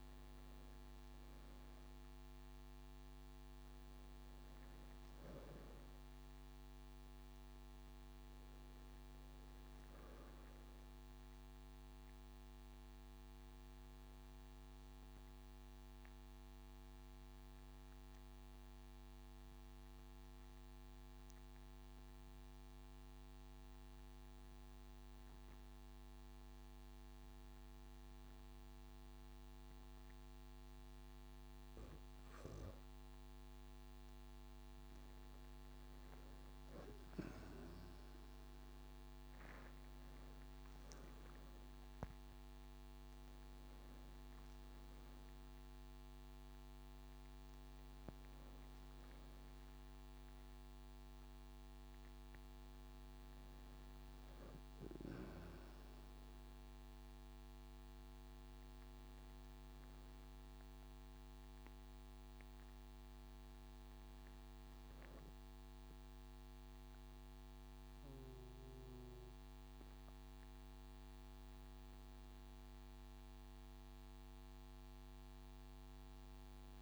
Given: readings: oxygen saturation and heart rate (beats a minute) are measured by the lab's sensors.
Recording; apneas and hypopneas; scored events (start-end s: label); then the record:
breathing in sleep, hard to hear, by a microphone on the trachea; 1
0.00-17.50 s: oxygen desaturation (device-marked, oxygen 94% lowest)
11.50-32.00 s: obstructive apnea (oxygen 98% before, 91% lowest)
35.50-40.50 s: arousal
37.50-57.50 s: oxygen desaturation (device-marked, oxygen 97% before, 91% lowest)
From the record:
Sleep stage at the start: N2 (light sleep); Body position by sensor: on the right side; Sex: male